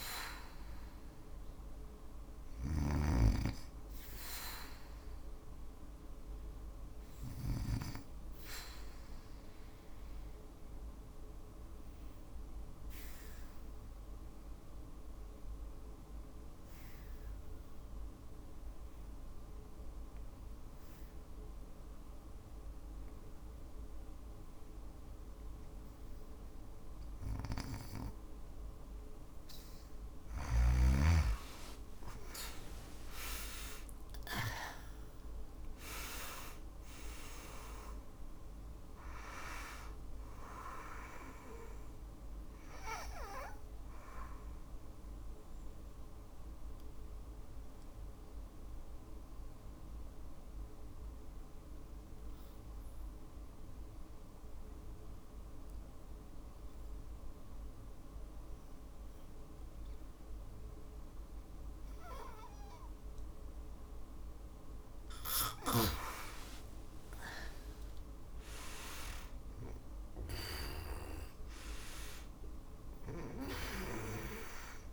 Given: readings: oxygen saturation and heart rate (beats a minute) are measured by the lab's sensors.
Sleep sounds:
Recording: breathing in sleep by a room microphone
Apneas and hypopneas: 2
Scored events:
0.00-2.00 s: snoring (device-marked)
0.00-5.00 s: oxygen desaturation (device-marked, oxygen 80% lowest, heart rate 56 extreme)
9.00-28.50 s: obstructive apnea (oxygen 98% before, 84% lowest, heart rate 64 before, 56 extreme, up 8 after)
28.00-57.00 s: oxygen desaturation (device-marked, oxygen 97% before, 84% lowest, heart rate 57 before, 56 extreme)
30.50-34.50 s: arousal
45.00-63.00 s: obstructive apnea (oxygen 97% before, 84% lowest, heart rate 61 before, 56 extreme, up 6 after)
65.00-69.00 s: arousal
71.00-74.93 s: oxygen desaturation (device-marked, oxygen 98% before, 89% lowest, heart rate 57 before, 57 extreme)
From the record:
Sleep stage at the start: N2 (light sleep)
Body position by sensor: on the back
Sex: female

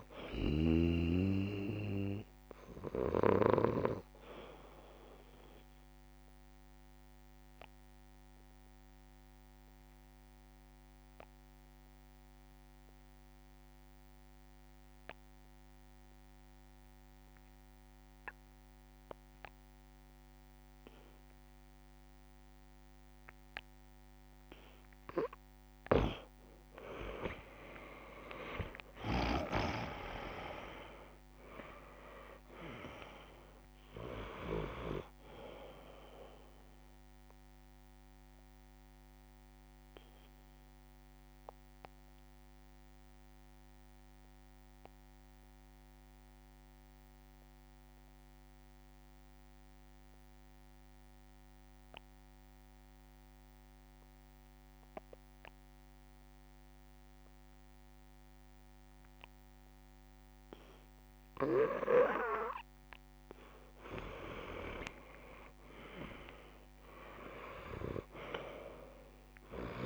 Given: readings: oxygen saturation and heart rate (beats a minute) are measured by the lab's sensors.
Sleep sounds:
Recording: breathing in sleep by a microphone on the trachea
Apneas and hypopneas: 2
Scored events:
0.00-13.00 s: oxygen desaturation (device-marked, oxygen 88% lowest)
7.00-24.00 s: obstructive apnea (oxygen 97% before, 87% lowest)
25.00-54.00 s: oxygen desaturation (device-marked, oxygen 97% before, 88% lowest)
26.00-28.50 s: arousal
38.00-62.00 s: mixed apnea (oxygen 97% before, 87% lowest)
61.00-69.86 s: oxygen desaturation (device-marked, oxygen 99% before, 87% lowest)
64.50-68.50 s: arousal
From the record:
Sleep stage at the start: N2 (light sleep)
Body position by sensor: on the back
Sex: male

